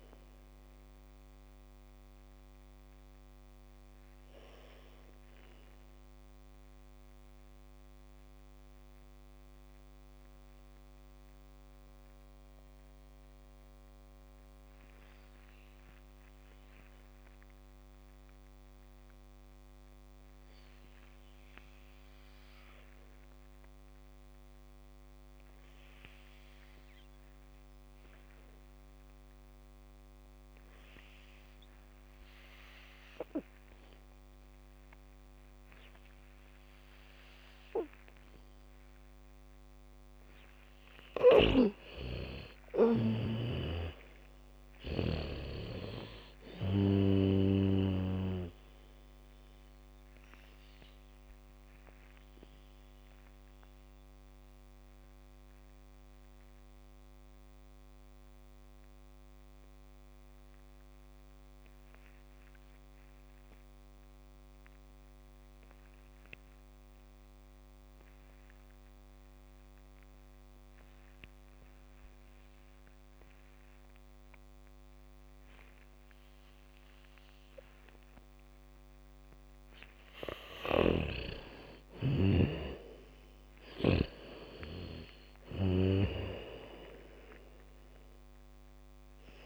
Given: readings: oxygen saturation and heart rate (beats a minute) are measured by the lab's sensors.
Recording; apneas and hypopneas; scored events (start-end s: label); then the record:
breathing in sleep by a microphone on the trachea; 2
0.00-17.00 s: oxygen desaturation (device-marked, oxygen 76% lowest, heart rate 32 extreme)
2.00-41.00 s: mixed apnea (oxygen 99% before, 76% lowest, heart rate 51 before, 55 extreme, up 10 after)
29.00-66.00 s: oxygen desaturation (device-marked, oxygen 99% before, 83% lowest, heart rate 75 before, 52 extreme)
34.00-39.00 s: bradycardia (device-marked, heart rate 70 before, 57 extreme)
42.50-46.50 s: arousal
53.00-80.00 s: obstructive apnea (oxygen 98% before, 79% lowest, heart rate 62 before, 52 extreme, up 10 after)
74.00-89.46 s: oxygen desaturation (device-marked, oxygen 98% before, 79% lowest, heart rate 76 before, 52 extreme)
76.00-83.00 s: bradycardia (device-marked, heart rate 70 before, 57 extreme)
81.00-84.50 s: snoring (device-marked)
84.50-87.50 s: arousal
From the record:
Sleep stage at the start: N2 (light sleep); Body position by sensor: on the back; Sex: female